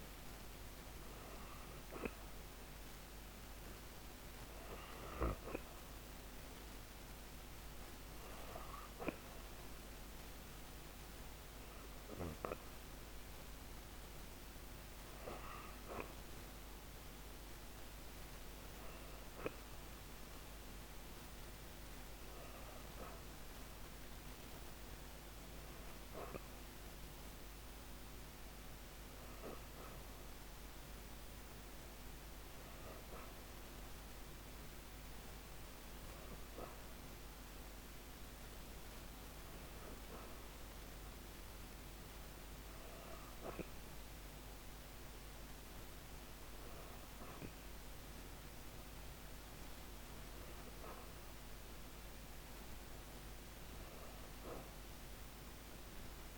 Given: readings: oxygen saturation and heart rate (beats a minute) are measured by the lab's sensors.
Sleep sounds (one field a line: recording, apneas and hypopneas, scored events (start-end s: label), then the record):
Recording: breathing in sleep, hard to hear, by a microphone on the trachea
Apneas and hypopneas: none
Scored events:
0.00-1.00 s: arousal
47.00-56.38 s: oxygen desaturation (device-marked, oxygen 97% before, 94% lowest, heart rate 187 before, 132 extreme)
From the record:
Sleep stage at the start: N2 (light sleep)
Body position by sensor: on the back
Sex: female